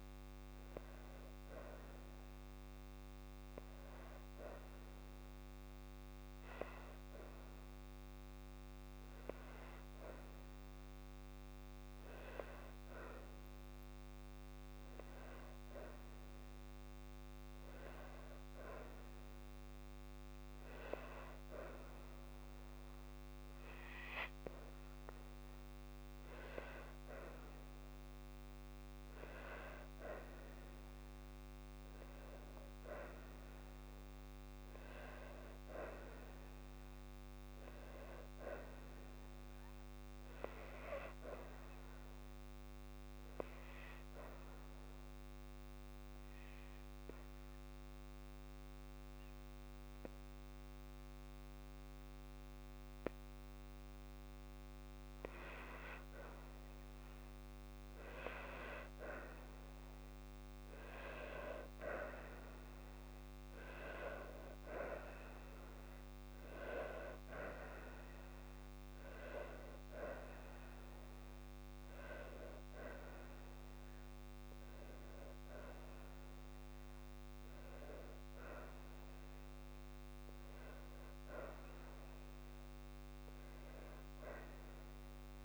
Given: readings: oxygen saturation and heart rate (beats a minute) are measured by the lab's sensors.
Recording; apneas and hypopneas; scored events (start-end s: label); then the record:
breathing in sleep by a microphone on the trachea; 2
0.00-2.00 s: arousal
5.00-18.00 s: obstructive apnea (oxygen 95% before, 94% lowest, heart rate 55 before, 53 extreme, up 2 after)
24.50-29.00 s: arousal
42.00-55.00 s: obstructive apnea (oxygen 95% before, 91% lowest, heart rate 55 before, 54 extreme, up 2 after)
60.00-65.50 s: arousal
80.50-85.45 s: oxygen desaturation (device-marked, oxygen 94% before, 91% lowest, heart rate 56 before, 53 extreme)
From the record:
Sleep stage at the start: N2 (light sleep); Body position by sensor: on the back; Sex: female